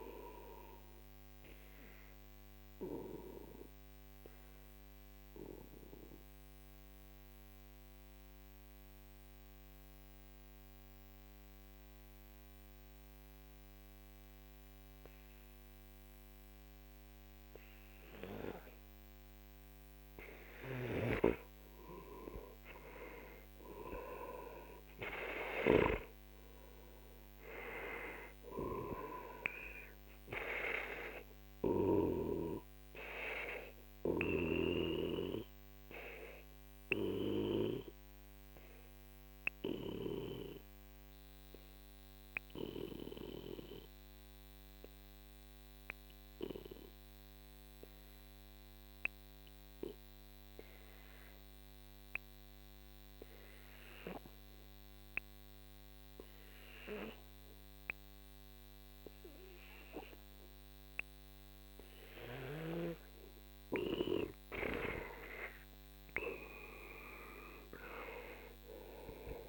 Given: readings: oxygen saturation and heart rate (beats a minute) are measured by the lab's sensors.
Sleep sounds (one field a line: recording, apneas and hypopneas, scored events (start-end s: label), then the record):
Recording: breathing in sleep by a microphone on the trachea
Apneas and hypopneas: 2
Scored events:
1.00-10.00 s: oxygen desaturation (device-marked, oxygen 94% before, 91% lowest, heart rate 63 before, 46 extreme)
1.00-20.00 s: obstructive apnea (oxygen 97% before, 91% lowest, heart rate 63 before, 43 extreme, up 16 after)
21.00-26.00 s: snoring (device-marked)
23.00-27.00 s: arousal
26.00-45.00 s: oxygen desaturation (device-marked, oxygen 97% before, 92% lowest, heart rate 49 before, 43 extreme)
35.00-62.50 s: obstructive apnea (oxygen 97% before, 91% lowest, heart rate 54 before, 39 extreme, up 15 after)
59.00-69.49 s: oxygen desaturation (device-marked, oxygen 97% before, 91% lowest, heart rate 47 before, 39 extreme)
65.00-69.49 s: arousal
From the record:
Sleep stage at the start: N2 (light sleep)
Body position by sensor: on the back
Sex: male